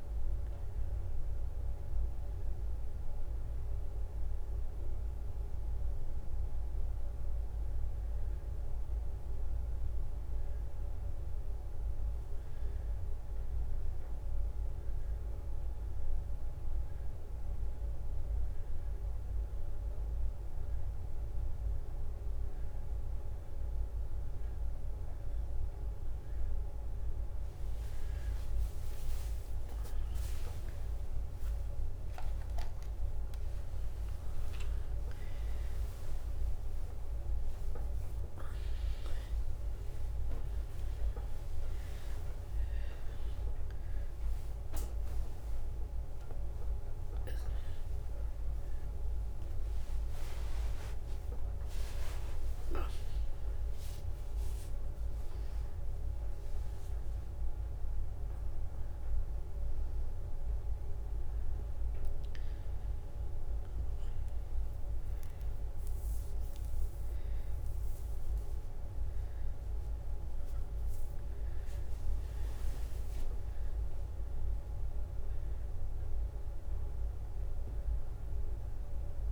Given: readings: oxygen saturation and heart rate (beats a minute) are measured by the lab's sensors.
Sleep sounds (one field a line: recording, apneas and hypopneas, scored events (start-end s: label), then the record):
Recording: a person awake in a sleep study, hard to hear, by a room microphone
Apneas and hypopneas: none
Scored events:
1.50-6.00 s: leg movement (device-marked)
8.50-13.50 s: leg movement (device-marked)
29.50-43.50 s: drop in pulse transit time (device-marked, heart rate 64 before, 66 extreme)
31.50-33.50 s: leg movement (device-marked)
51.50-61.50 s: drop in pulse transit time (device-marked, heart rate 78 before, 72 extreme)
58.50-62.50 s: leg movement (device-marked)
65.00-69.50 s: leg movement (device-marked)
71.50-75.50 s: leg movement (device-marked)
73.50-79.32 s: drop in pulse transit time (device-marked, heart rate 73 before, 65 extreme)
77.50-79.32 s: leg movement (device-marked)
From the record:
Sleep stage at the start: awake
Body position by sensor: on the back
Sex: female